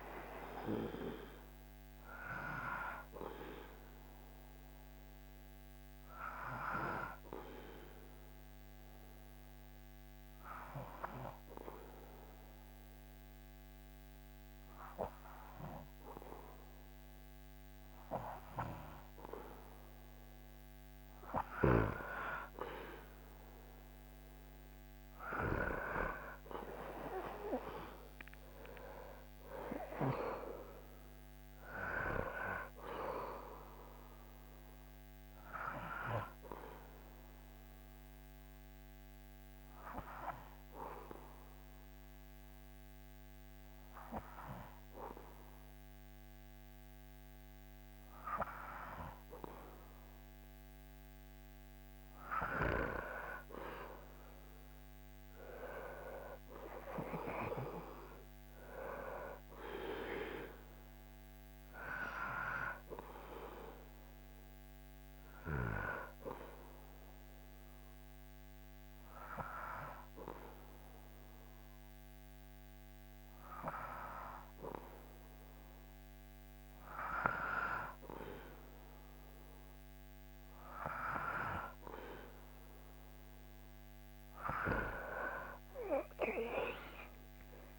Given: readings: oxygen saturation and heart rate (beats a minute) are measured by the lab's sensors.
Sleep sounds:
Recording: breathing in sleep by a microphone on the trachea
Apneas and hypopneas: 3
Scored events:
7.50-19.50 s: obstructive apnea (oxygen 99% before, 94% lowest, heart rate 76 before, 70 extreme, up 1 after)
23.00-27.00 s: arousal
28.50-48.50 s: oxygen desaturation (device-marked, oxygen 98% before, 94% lowest, heart rate 75 before, 69 extreme)
36.50-50.50 s: obstructive apnea (oxygen 98% before, 94% lowest, heart rate 76 before, 69 extreme, up 11 after)
52.50-56.00 s: arousal
67.50-80.50 s: hypopnea (oxygen 98% before, 95% lowest, heart rate 75 before, 75 extreme, up 5 after)
83.50-87.50 s: arousal
From the record:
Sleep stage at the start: N2 (light sleep)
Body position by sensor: on the back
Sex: male

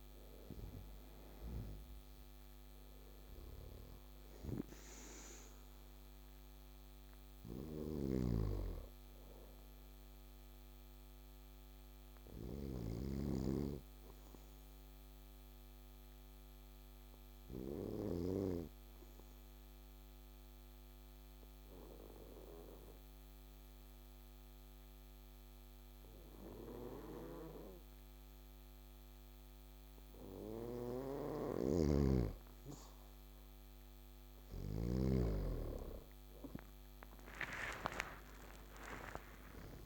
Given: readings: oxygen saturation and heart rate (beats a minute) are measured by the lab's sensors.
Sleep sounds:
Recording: breathing in sleep by a microphone on the trachea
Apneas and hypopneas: 1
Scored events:
0.00-6.00 s: oxygen desaturation (device-marked, oxygen 92% lowest, heart rate 57 extreme)
7.50-13.00 s: snoring (device-marked)
10.50-31.50 s: obstructive apnea (oxygen 97% before, 92% lowest, heart rate 69 before, 57 extreme, up 11 after)
31.00-35.00 s: snoring (device-marked)
37.50-39.86 s: arousal
38.00-39.86 s: oxygen desaturation (device-marked, oxygen 99% before, 93% lowest, heart rate 60 before, 57 extreme)
From the record:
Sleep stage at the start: N2 (light sleep)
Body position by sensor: on the back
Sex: male

